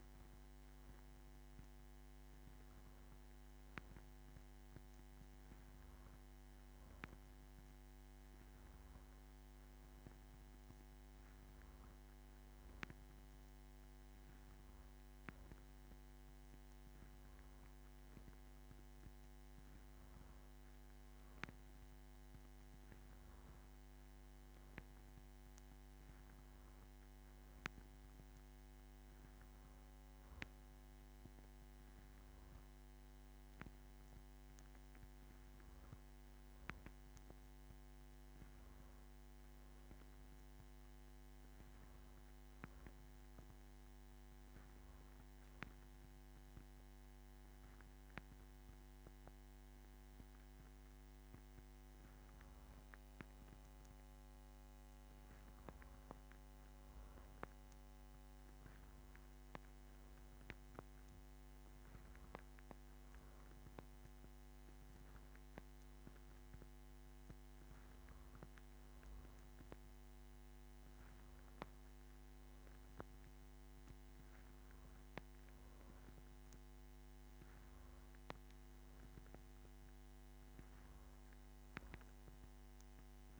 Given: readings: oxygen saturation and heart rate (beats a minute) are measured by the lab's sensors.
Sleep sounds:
breathing in sleep, hard to hear, by a microphone on the trachea; none
42.00-44.00 s: long interval between heartbeats (device-marked, heart rate 72 before, 70 extreme)
From the record:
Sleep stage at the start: N2 (light sleep); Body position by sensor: on the back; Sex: female

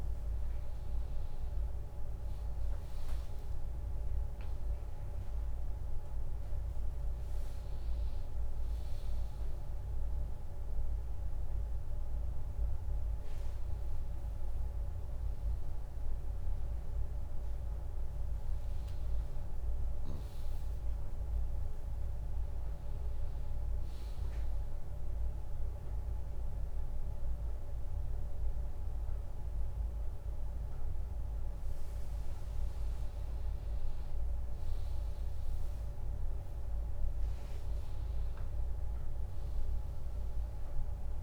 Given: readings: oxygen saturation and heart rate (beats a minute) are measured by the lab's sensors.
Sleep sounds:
breathing in sleep, hard to hear, by a room microphone; none
none scored
From the record:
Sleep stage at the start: N1 (lightest sleep); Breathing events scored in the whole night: 409 in 4.5 hours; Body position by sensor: on the back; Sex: female

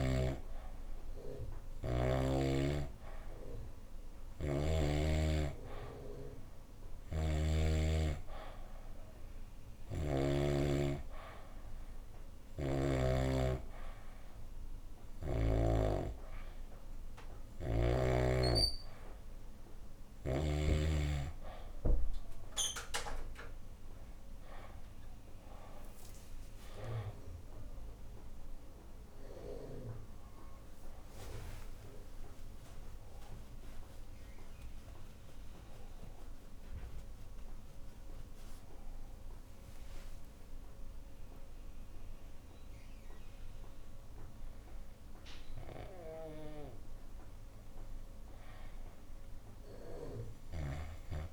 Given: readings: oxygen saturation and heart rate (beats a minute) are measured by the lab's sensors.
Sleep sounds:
breathing in sleep by a room microphone; none
6.50-10.00 s: snoring (device-marked)
12.00-15.50 s: snoring (device-marked)
30.00-45.00 s: oxygen desaturation (device-marked, oxygen 93% before, 89% lowest, heart rate 77 before, 70 extreme)
31.00-36.00 s: arousal
50.00-51.33 s: snoring (device-marked)
From the record:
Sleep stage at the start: N2 (light sleep); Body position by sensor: on the back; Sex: female

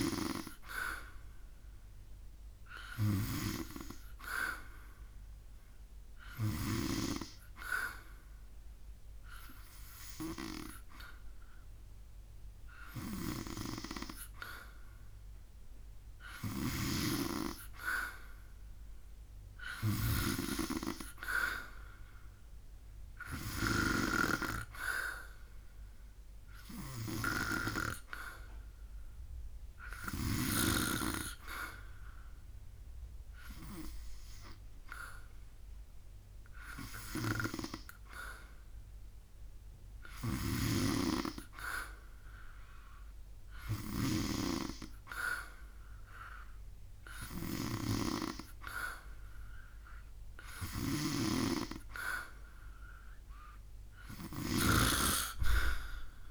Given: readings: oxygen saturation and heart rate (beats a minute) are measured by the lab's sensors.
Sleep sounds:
breathing in sleep by a room microphone; none
16.00-23.50 s: snoring (device-marked)
39.50-56.31 s: snoring (device-marked)
From the record:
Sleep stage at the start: N2 (light sleep); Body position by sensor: on the back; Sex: male

